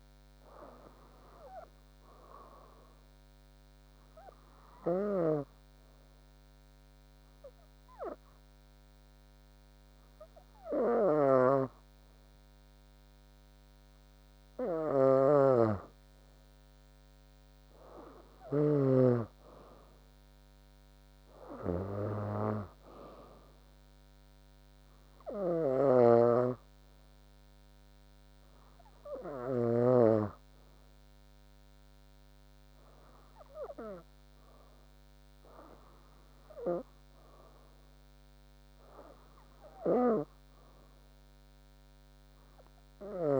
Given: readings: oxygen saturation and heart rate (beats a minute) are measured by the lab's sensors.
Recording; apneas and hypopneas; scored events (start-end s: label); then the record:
breathing in sleep by a microphone on the trachea; 1
0.00-2.00 s: arousal
5.50-16.00 s: hypopnea (oxygen 96% before, 95% lowest, heart rate 69 before, 67 extreme, up 2 after)
20.00-24.00 s: arousal
From the record:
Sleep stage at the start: N2 (light sleep); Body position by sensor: on the back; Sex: female